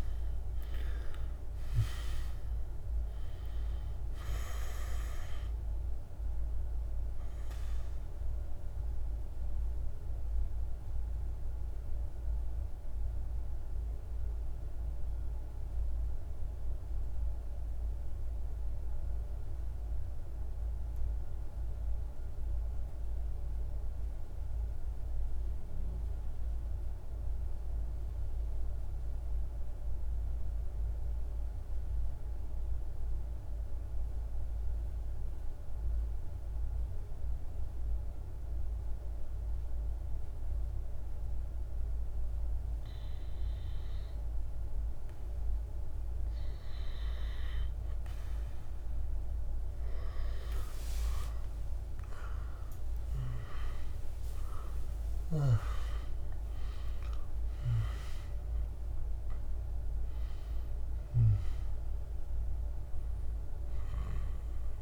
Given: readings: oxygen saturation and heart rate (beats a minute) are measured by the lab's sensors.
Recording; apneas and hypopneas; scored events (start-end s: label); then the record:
breathing in sleep by a room microphone; 1
0.00-19.50 s: oxygen desaturation (device-marked, oxygen 86% lowest, heart rate 46 extreme)
7.50-49.00 s: mixed apnea (oxygen 98% before, 86% lowest, heart rate 69 before, 46 extreme, up 28 after)
36.50-64.81 s: oxygen desaturation (device-marked, oxygen 99% before, 88% lowest, heart rate 49 before, 46 extreme)
50.00-55.00 s: arousal
From the record:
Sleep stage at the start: N2 (light sleep); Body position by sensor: on the back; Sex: male